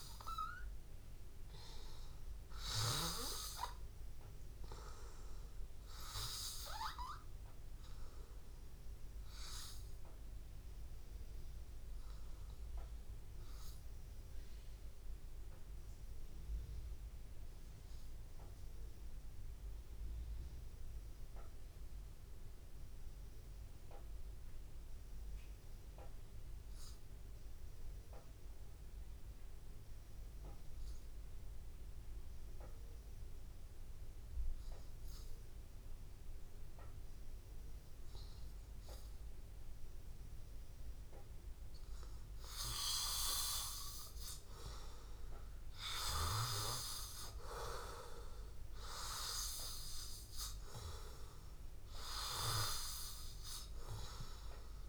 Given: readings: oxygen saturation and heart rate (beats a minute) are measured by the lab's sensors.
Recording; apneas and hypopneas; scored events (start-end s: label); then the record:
breathing in sleep by a room microphone; 1
0.00-22.00 s: oxygen desaturation (device-marked, oxygen 89% lowest, heart rate 81 extreme)
13.00-36.50 s: obstructive apnea (oxygen 95% before, 89% lowest, heart rate 83 before, 81 extreme, up 1 after)
37.00-54.89 s: oxygen desaturation (device-marked, oxygen 97% before, 91% lowest, heart rate 82 before, 77 extreme)
39.50-44.00 s: arousal
From the record:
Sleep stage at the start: N2 (light sleep); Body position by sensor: on the back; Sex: male